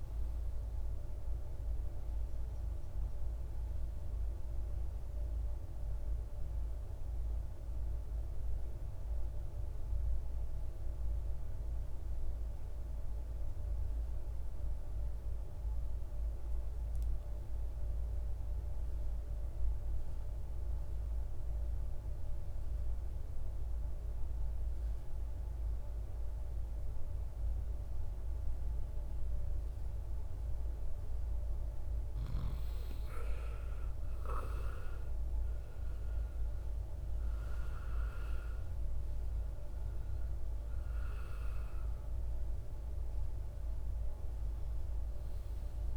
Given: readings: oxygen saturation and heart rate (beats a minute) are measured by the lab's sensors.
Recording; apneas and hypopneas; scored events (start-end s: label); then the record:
breathing in sleep, hard to hear, by a room microphone; 1
0.00-10.00 s: oxygen desaturation (device-marked, oxygen 90% lowest, heart rate 56 extreme)
8.50-30.00 s: obstructive apnea (oxygen 95% before, 87% lowest, heart rate 66 before, 56 extreme, up 12 after)
28.00-45.97 s: oxygen desaturation (device-marked, oxygen 98% before, 87% lowest, heart rate 58 before, 53 extreme)
32.50-36.50 s: arousal
From the record:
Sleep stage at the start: N2 (light sleep); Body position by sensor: on the right side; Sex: male